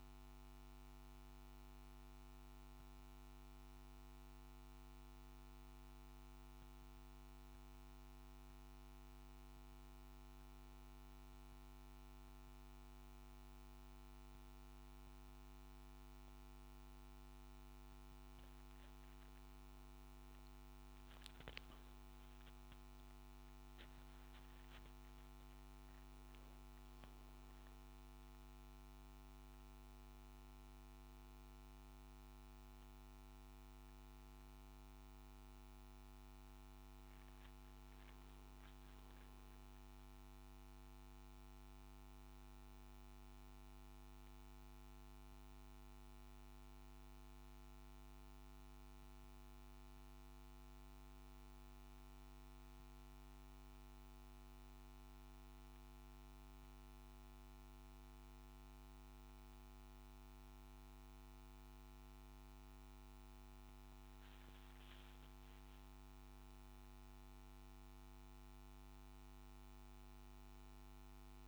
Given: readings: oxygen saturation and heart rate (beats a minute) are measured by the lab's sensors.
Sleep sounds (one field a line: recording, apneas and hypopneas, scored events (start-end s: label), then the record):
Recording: breathing in sleep, hard to hear, by a microphone on the trachea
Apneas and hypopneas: none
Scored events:
65.50-71.48 s: new sleep stage, N2 (light sleep)
From the record:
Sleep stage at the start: N1 (lightest sleep)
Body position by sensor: on the back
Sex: male